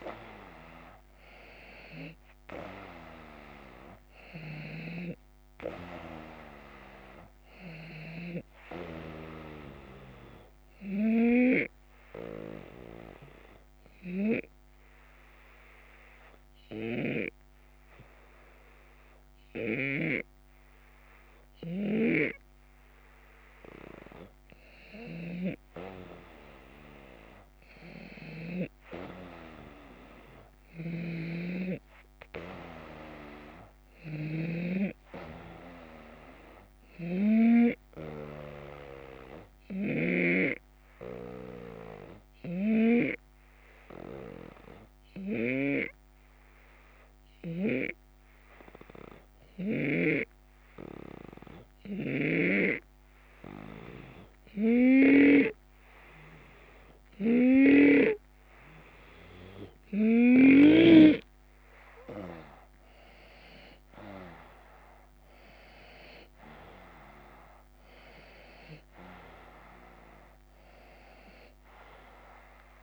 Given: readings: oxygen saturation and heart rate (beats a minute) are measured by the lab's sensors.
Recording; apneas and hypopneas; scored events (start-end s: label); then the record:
breathing in sleep by a microphone on the trachea; 2
11.50-23.50 s: obstructive apnea (oxygen 95% before, 91% lowest, heart rate 77 before, 73 extreme, up 5 after)
21.50-28.50 s: snoring (device-marked)
26.00-30.00 s: arousal
30.50-40.00 s: snoring (device-marked)
39.00-57.00 s: obstructive apnea (oxygen 94% before, 91% lowest, heart rate 77 before, 74 extreme, up 3 after)
42.00-50.00 s: snoring (device-marked)
54.50-60.50 s: snoring (device-marked)
61.50-65.50 s: arousal
64.00-72.83 s: drop in pulse transit time (device-marked, heart rate 76 before, 77 extreme)
From the record:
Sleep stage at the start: N2 (light sleep); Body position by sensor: on the back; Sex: male